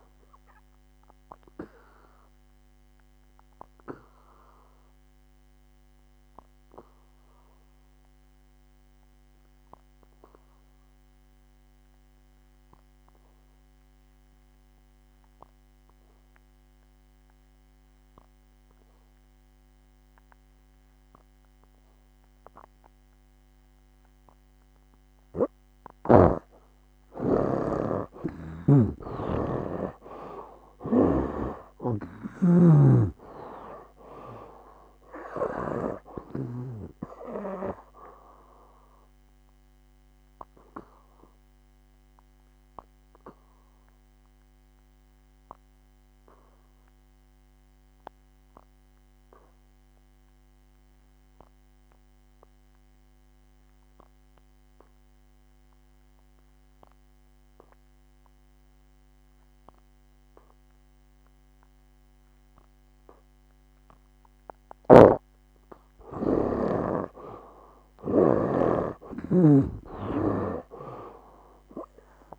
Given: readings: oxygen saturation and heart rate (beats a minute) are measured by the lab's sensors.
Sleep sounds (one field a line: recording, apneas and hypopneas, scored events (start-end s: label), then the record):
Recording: breathing in sleep by a microphone on the trachea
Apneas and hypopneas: 2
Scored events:
2.00-25.50 s: obstructive apnea (oxygen 95% before, 72% lowest, heart rate 64 before, 57 extreme, up 15 after)
4.50-26.50 s: oxygen desaturation (device-marked, oxygen 94% before, 78% lowest, heart rate 67 before, 57 extreme)
30.50-34.00 s: arousal
31.00-37.00 s: snoring (device-marked)
35.50-62.50 s: oxygen desaturation (device-marked, oxygen 93% before, 72% lowest, heart rate 62 before, 59 extreme)
39.50-65.50 s: obstructive apnea (oxygen 93% before, 72% lowest, heart rate 67 before, 59 extreme, up 13 after)
64.50-72.39 s: oxygen desaturation (device-marked, oxygen 97% before, 72% lowest, heart rate 61 before, 57 extreme)
65.00-69.00 s: snoring (device-marked)
68.00-71.50 s: arousal
From the record:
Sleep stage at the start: N2 (light sleep)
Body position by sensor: on the back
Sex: male